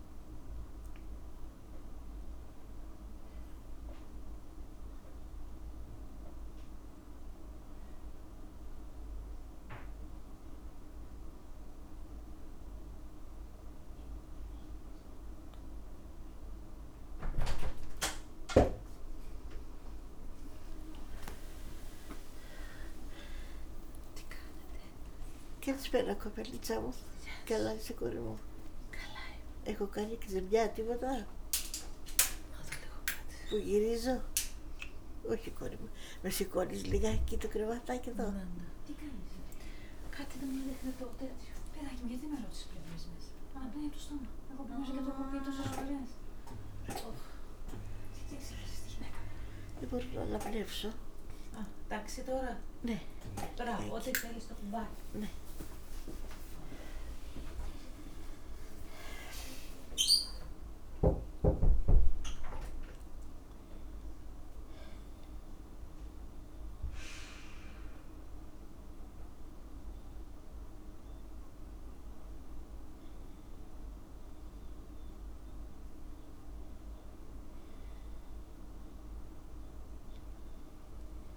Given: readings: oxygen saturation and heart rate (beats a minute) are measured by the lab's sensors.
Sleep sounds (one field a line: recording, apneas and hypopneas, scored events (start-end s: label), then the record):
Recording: a person partly awake in a sleep study, by a room microphone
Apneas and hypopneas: 1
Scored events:
0.00-10.50 s: oxygen desaturation (device-marked, oxygen 92% lowest, heart rate 52 extreme)
7.50-20.00 s: hypopnea (oxygen 97% before, 92% lowest, heart rate 59 before, 52 extreme, up 15 after)
22.00-24.00 s: long interval between heartbeats (device-marked, heart rate 56 before, 62 extreme)
30.50-60.50 s: new sleep stage, awake
50.00-52.00 s: long interval between heartbeats (device-marked, heart rate 59 before, 56 extreme)
57.00-59.00 s: long interval between heartbeats (device-marked, heart rate 56 before, 59 extreme)
60.50-81.36 s: new sleep stage, N1 (lightest sleep)
From the record:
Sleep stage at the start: N2 (light sleep)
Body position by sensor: on the back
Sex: female